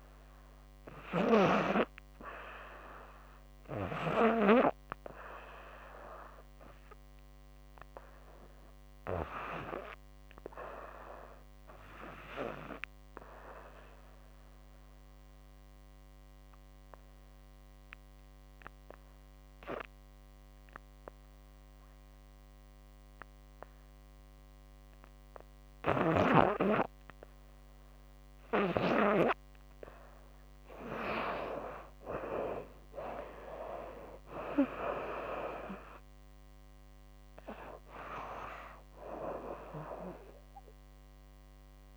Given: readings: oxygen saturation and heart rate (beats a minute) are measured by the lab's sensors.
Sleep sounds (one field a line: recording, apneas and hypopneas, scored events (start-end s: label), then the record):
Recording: breathing in sleep by a microphone on the trachea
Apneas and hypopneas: 1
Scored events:
0.00-1.00 s: snoring (device-marked)
13.00-27.00 s: obstructive apnea (oxygen 96% before, 89% lowest, heart rate 73 before, 59 extreme, up 27 after)
25.00-28.50 s: snoring (device-marked)
29.50-41.97 s: oxygen desaturation (device-marked, oxygen 94% before, 89% lowest, heart rate 67 before, 67 extreme)
30.00-34.50 s: arousal
From the record:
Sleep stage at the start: N2 (light sleep)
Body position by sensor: on the back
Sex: female